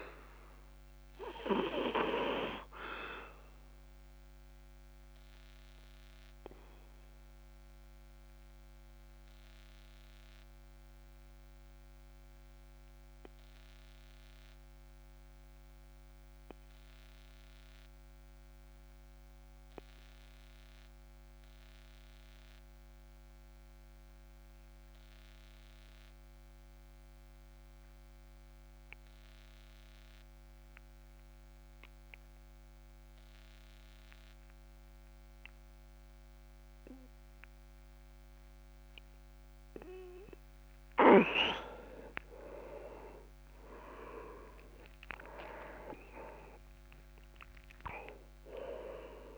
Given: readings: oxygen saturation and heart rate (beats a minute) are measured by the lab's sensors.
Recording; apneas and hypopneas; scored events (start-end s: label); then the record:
breathing in sleep by a microphone on the trachea; 1
0.00-22.50 s: oxygen desaturation (device-marked, oxygen 92% lowest, heart rate 27 extreme)
3.00-41.00 s: obstructive apnea (oxygen 99% before, 89% lowest, heart rate 42 before, 26 extreme, up 42 after)
39.50-49.38 s: oxygen desaturation (device-marked, oxygen 99% before, 89% lowest, heart rate 40 before, 26 extreme)
43.00-47.00 s: arousal
From the record:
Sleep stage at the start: N2 (light sleep); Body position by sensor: on the back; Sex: male